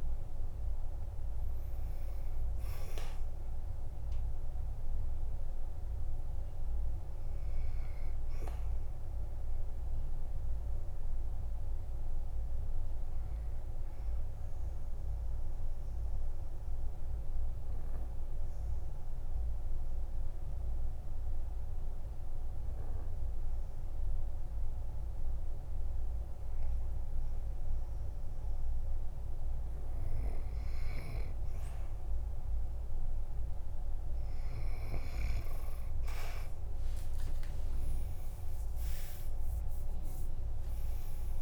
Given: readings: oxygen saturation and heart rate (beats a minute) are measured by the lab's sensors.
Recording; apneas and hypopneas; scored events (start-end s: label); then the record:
breathing in sleep, hard to hear, by a room microphone; 1
0.00-17.50 s: oxygen desaturation (device-marked, oxygen 93% lowest, heart rate 47 extreme)
12.00-30.50 s: obstructive apnea (oxygen 99% before, 92% lowest, heart rate 55 before, 47 extreme, up 24 after)
34.50-41.41 s: oxygen desaturation (device-marked, oxygen 98% before, 92% lowest, heart rate 48 before, 47 extreme)
39.50-41.41 s: arousal
From the record:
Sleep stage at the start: N2 (light sleep); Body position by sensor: on the back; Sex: male